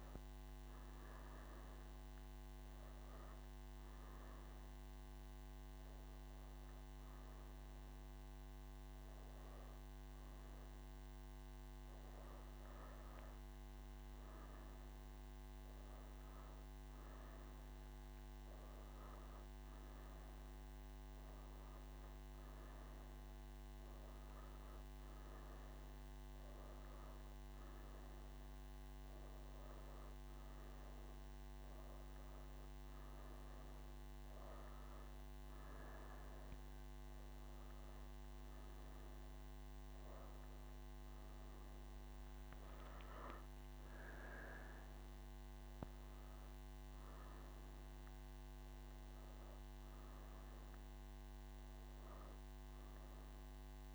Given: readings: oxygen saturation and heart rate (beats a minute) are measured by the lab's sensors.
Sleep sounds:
breathing in sleep, hard to hear, by a microphone on the trachea; none
none scored
From the record:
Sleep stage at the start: N3 (deep sleep); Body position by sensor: on the right side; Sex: female

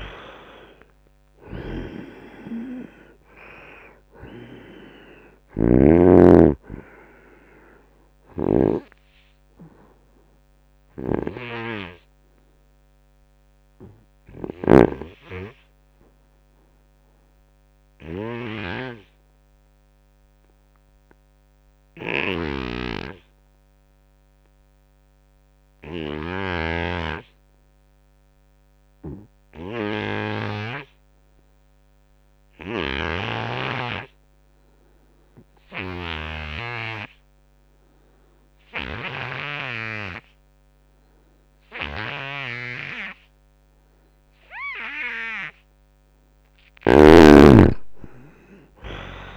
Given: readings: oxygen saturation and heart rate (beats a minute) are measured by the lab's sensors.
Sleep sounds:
breathing in sleep by a microphone on the trachea; 1
0.00-1.00 s: arousal
0.00-8.50 s: snoring (device-marked)
0.00-24.00 s: oxygen desaturation (device-marked, oxygen 71% lowest, heart rate 64 extreme)
10.50-14.50 s: snoring (device-marked)
14.00-44.50 s: obstructive apnea (oxygen 91% before, 71% lowest, heart rate 82 before, 76 extreme, up 7 after)
22.00-26.50 s: snoring (device-marked)
31.00-49.37 s: oxygen desaturation (device-marked, oxygen 99% before, 74% lowest, heart rate 84 before, 59 extreme)
32.50-36.50 s: snoring (device-marked)
46.50-49.37 s: arousal
46.50-49.37 s: snoring (device-marked)
From the record:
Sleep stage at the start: N2 (light sleep); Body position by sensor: on the front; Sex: male

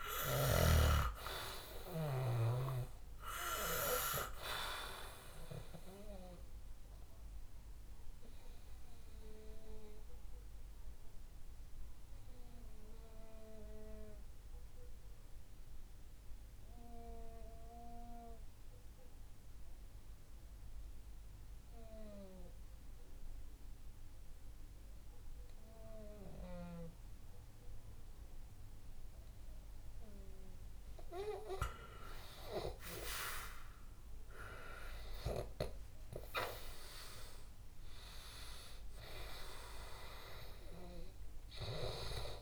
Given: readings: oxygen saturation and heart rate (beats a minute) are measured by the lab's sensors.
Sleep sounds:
breathing in sleep by a room microphone; 1
0.00-2.50 s: arousal
0.00-24.00 s: oxygen desaturation (device-marked, oxygen 93% lowest, heart rate 62 extreme)
7.00-29.00 s: obstructive apnea (oxygen 97% before, 90% lowest, heart rate 66 before, 59 extreme, up 6 after)
33.50-38.00 s: arousal
39.00-42.42 s: oxygen desaturation (device-marked, oxygen 96% before, 90% lowest, heart rate 64 before, 59 extreme)
From the record:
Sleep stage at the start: N2 (light sleep); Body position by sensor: on the back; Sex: male

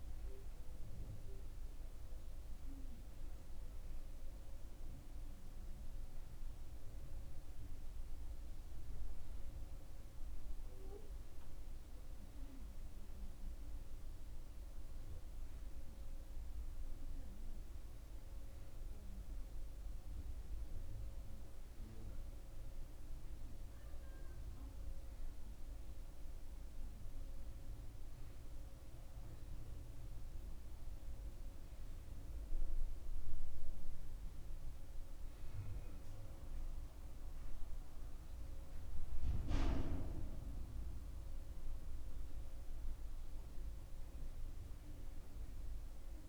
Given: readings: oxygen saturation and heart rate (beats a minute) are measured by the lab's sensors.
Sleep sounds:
breathing in sleep, hard to hear, by a room microphone; none
none scored
From the record:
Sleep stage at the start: N1 (lightest sleep); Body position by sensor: on the back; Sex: male

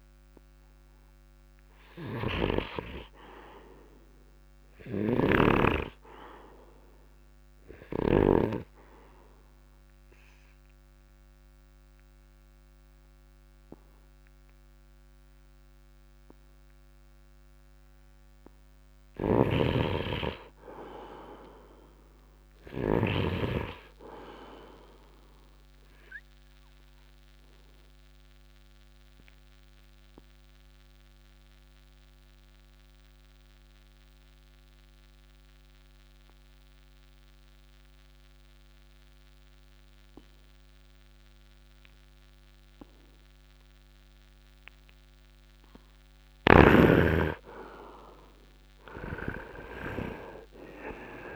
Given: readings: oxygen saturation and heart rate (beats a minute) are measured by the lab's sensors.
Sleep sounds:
breathing in sleep by a microphone on the trachea; 2
0.00-11.00 s: oxygen desaturation (device-marked, oxygen 98% before, 93% lowest, heart rate 67 before, 64 extreme)
2.00-8.50 s: snoring (device-marked)
8.50-19.00 s: obstructive apnea (oxygen 98% before, 87% lowest, heart rate 67 before, 64 extreme, up 2 after)
19.00-23.00 s: snoring (device-marked)
19.50-22.50 s: arousal
27.00-46.00 s: obstructive apnea (oxygen 97% before, 87% lowest, heart rate 67 before, 60 extreme, up 0 after)
32.00-43.00 s: oxygen desaturation (device-marked, oxygen 96% before, 91% lowest, heart rate 66 before, 60 extreme)
48.00-51.36 s: oxygen desaturation (device-marked, oxygen 98% before, 87% lowest, heart rate 65 before, 54 extreme)
49.50-51.36 s: arousal
From the record:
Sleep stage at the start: N2 (light sleep); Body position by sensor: on the right side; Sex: male

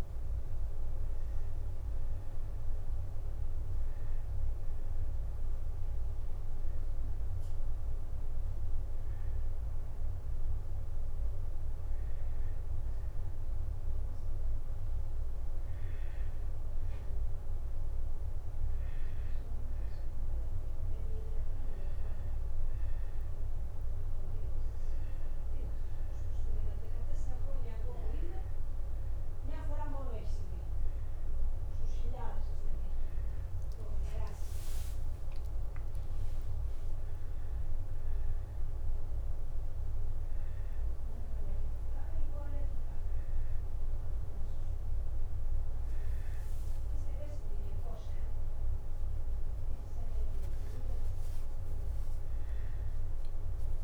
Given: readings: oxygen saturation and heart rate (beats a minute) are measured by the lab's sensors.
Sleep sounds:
breathing in sleep, hard to hear, by a room microphone; none
17.50-30.50 s: oxygen desaturation (device-marked, oxygen 96% before, 92% lowest, heart rate 123 before, 60 extreme)
33.00-36.50 s: arousal
From the record:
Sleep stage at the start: N2 (light sleep); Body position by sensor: on the back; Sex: male

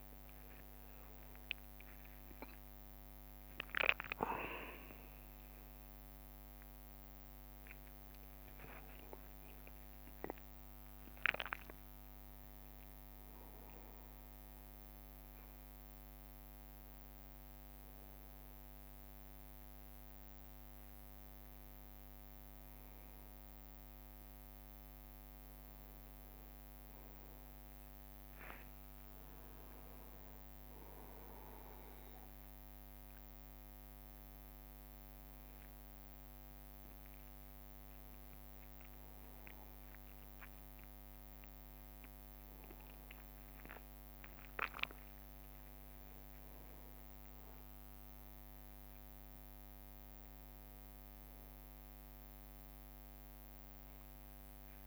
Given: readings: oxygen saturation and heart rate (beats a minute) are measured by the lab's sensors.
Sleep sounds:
a person awake in a sleep study, by a microphone on the trachea; none
0.00-1.00 s: leg movement (device-marked)
0.00-1.00 s: long interval between heartbeats (device-marked, heart rate 74 extreme)
7.00-11.50 s: leg movement (device-marked)
12.50-17.00 s: leg movement (device-marked)
17.50-22.00 s: leg movement (device-marked)
22.50-28.00 s: leg movement (device-marked)
28.00-32.00 s: leg movement (device-marked)
33.00-37.00 s: leg movement (device-marked)
37.00-41.00 s: leg movement (device-marked)
41.50-45.50 s: leg movement (device-marked)
46.00-50.00 s: leg movement (device-marked)
From the record:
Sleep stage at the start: awake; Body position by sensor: on the back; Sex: male

